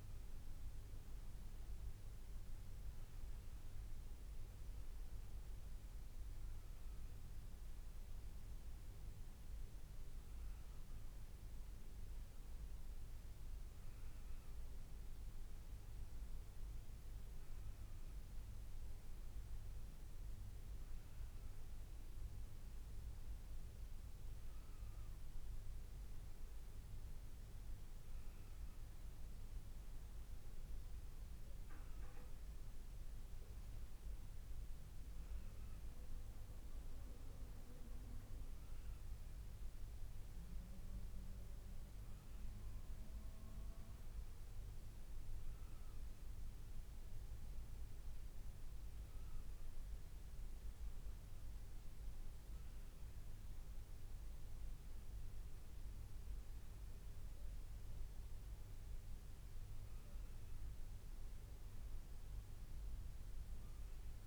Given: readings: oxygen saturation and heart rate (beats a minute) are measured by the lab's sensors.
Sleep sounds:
breathing in sleep, hard to hear, by a room microphone; none
none scored
From the record:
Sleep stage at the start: N2 (light sleep); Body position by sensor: on the back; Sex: male

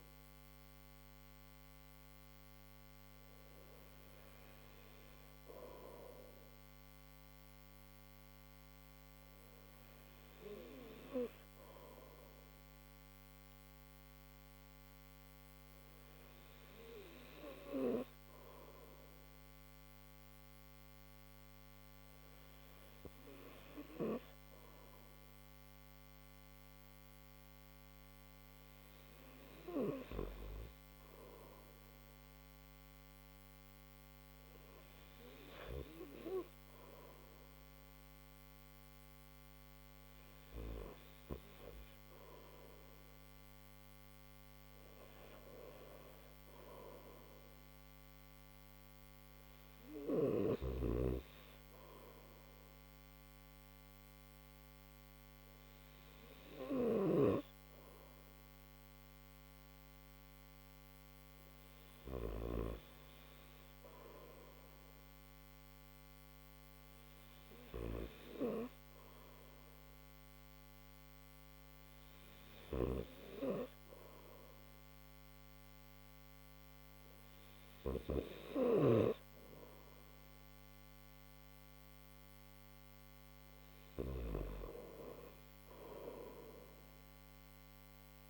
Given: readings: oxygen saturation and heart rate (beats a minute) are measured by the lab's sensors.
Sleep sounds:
breathing in sleep by a microphone on the trachea; none
none scored
From the record:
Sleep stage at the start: N3 (deep sleep); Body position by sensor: upright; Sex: male

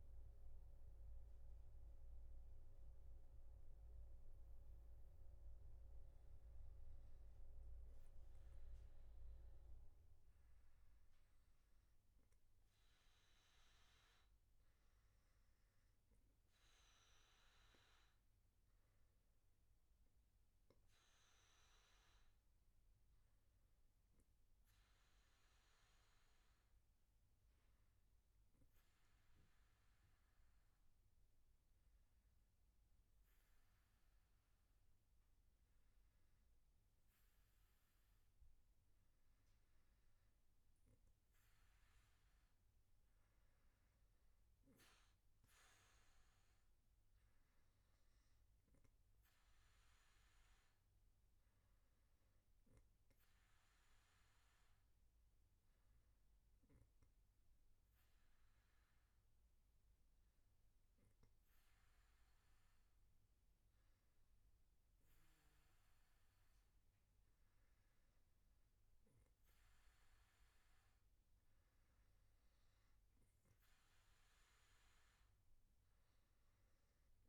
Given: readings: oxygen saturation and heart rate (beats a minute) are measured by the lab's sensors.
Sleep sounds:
breathing in sleep, hard to hear, by a room microphone; none
none scored
From the record:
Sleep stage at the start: N3 (deep sleep); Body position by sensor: on the back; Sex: male

